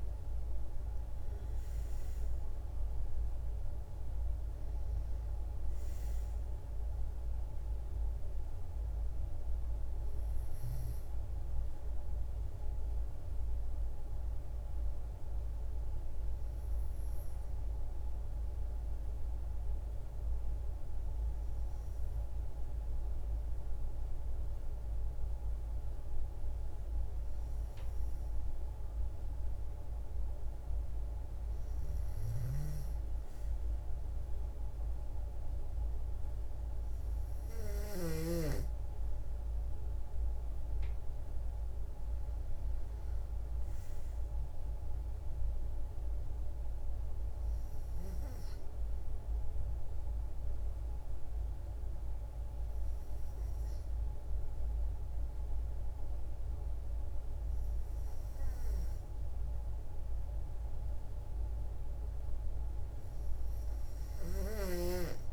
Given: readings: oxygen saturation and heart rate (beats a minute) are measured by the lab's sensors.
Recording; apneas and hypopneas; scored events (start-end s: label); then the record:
breathing in sleep, hard to hear, by a room microphone; 2
6.50-20.50 s: oxygen desaturation (device-marked, oxygen 95% before, 91% lowest, heart rate 60 before, 54 extreme)
18.00-28.00 s: hypopnea (oxygen 95% before, 92% lowest, heart rate 60 before, 55 extreme, up 5 after)
30.00-33.50 s: arousal
50.00-61.00 s: hypopnea (oxygen 97% before, 92% lowest, heart rate 58 before, 54 extreme, up 2 after)
From the record:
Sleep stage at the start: N2 (light sleep); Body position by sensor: on the back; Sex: female